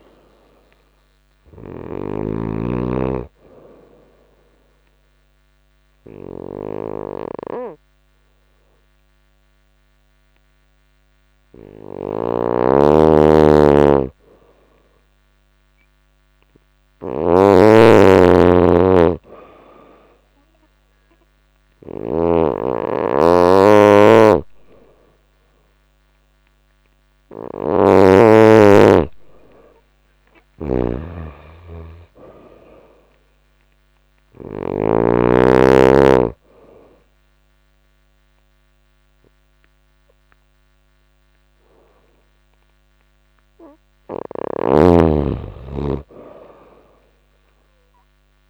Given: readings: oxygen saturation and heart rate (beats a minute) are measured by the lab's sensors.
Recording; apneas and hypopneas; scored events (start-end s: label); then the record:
breathing in sleep by a microphone on the trachea; 2
0.00-1.50 s: snoring (device-marked)
3.00-13.00 s: obstructive apnea (oxygen 93% before, 90% lowest, heart rate 90 before, 87 extreme, up 1 after)
11.50-21.50 s: snoring (device-marked)
13.00-30.00 s: oxygen desaturation (device-marked, oxygen 94% before, 90% lowest, heart rate 89 before, 87 extreme)
14.50-18.00 s: arousal
23.50-34.00 s: snoring (device-marked)
33.50-43.50 s: hypopnea (oxygen 94% before, 90% lowest, heart rate 89 before, 87 extreme, up 1 after)
43.50-48.50 s: snoring (device-marked)
45.50-48.50 s: arousal
From the record:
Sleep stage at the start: N2 (light sleep); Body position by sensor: on the back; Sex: female